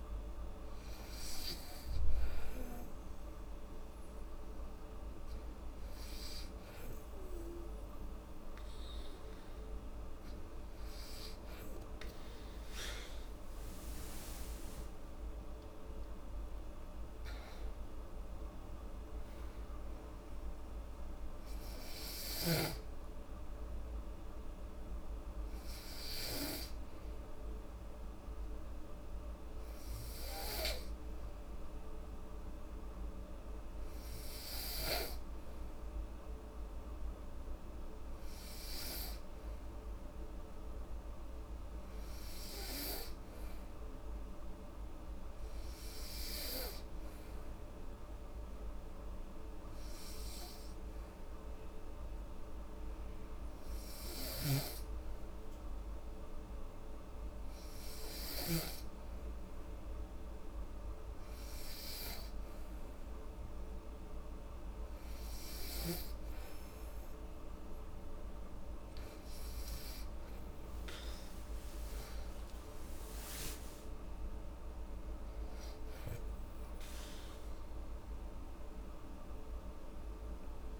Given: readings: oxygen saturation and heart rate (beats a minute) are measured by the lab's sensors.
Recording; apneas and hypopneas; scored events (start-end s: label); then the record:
breathing in sleep by a room microphone; 1
13.00-17.50 s: arousal
31.00-65.50 s: hypopnea (oxygen 95% before, 91% lowest, heart rate 76 before, 71 extreme, up 26 after)
67.00-78.00 s: oxygen desaturation (device-marked, oxygen 94% before, 91% lowest, heart rate 74 before, 71 extreme)
71.50-74.00 s: arousal
From the record:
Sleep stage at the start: N2 (light sleep); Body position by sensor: on the back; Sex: female